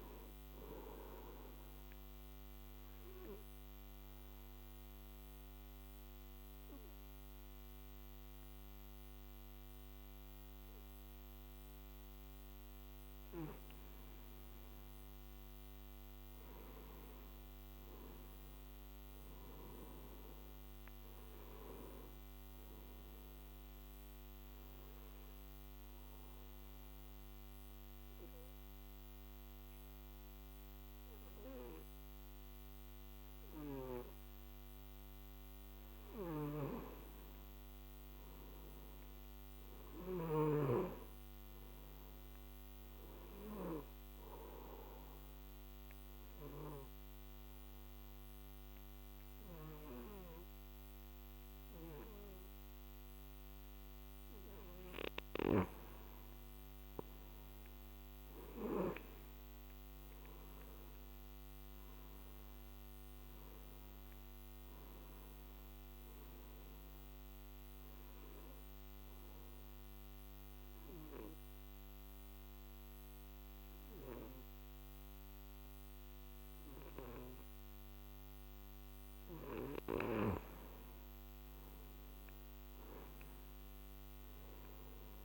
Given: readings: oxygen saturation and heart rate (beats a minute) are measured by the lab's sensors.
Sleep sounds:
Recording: breathing in sleep by a microphone on the trachea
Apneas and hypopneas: 4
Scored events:
2.00-14.00 s: obstructive apnea (oxygen 98% before, 93% lowest, heart rate 55 before, 47 extreme, up 18 after)
15.00-18.50 s: arousal
21.50-34.50 s: oxygen desaturation (device-marked, oxygen 98% before, 93% lowest, heart rate 55 before, 49 extreme)
23.50-36.00 s: obstructive apnea (oxygen 98% before, 91% lowest, heart rate 54 before, 49 extreme, up 9 after)
37.50-40.50 s: arousal
41.50-53.50 s: oxygen desaturation (device-marked, oxygen 99% before, 93% lowest, heart rate 58 before, 48 extreme)
44.00-54.50 s: obstructive apnea (oxygen 99% before, 91% lowest, heart rate 59 before, 48 extreme, up 20 after)
56.50-59.50 s: arousal
67.00-79.00 s: obstructive apnea (oxygen 99% before, 88% lowest, heart rate 59 before, 48 extreme, up 21 after)
80.50-84.50 s: arousal
From the record:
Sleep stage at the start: N2 (light sleep)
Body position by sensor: on the back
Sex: male

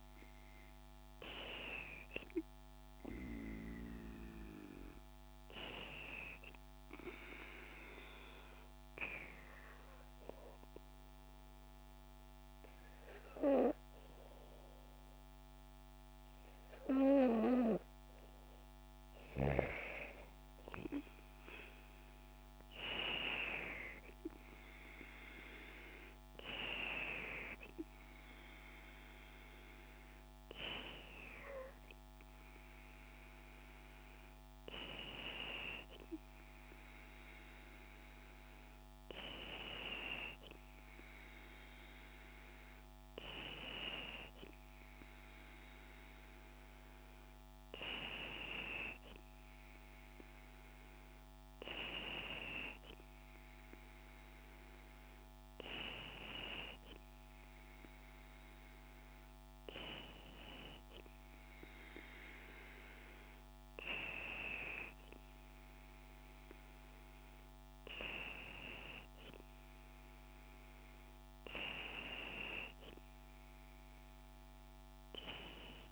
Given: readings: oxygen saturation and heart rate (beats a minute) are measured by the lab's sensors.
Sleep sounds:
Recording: breathing in sleep by a microphone on the trachea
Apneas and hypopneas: 1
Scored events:
7.00-18.50 s: hypopnea (oxygen 97% before, 94% lowest, heart rate 73 before, 68 extreme, up 3 after)
21.00-23.50 s: arousal
From the record:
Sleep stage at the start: N2 (light sleep)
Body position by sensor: on the back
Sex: female

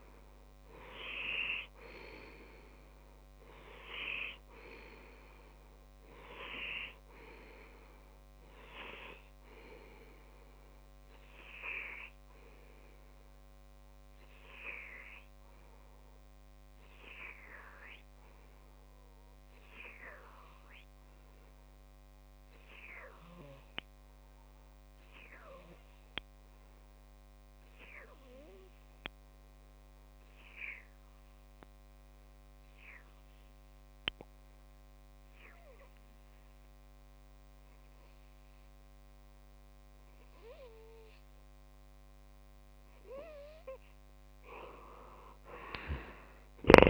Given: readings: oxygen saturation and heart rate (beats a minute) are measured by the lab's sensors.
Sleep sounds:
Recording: breathing in sleep by a microphone on the trachea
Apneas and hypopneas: 1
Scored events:
10.00-42.50 s: obstructive apnea (oxygen 95% before, 92% lowest)
35.50-46.90 s: oxygen desaturation (device-marked, oxygen 99% before, 94% lowest)
From the record:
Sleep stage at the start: N2 (light sleep)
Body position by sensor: on the left side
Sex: male

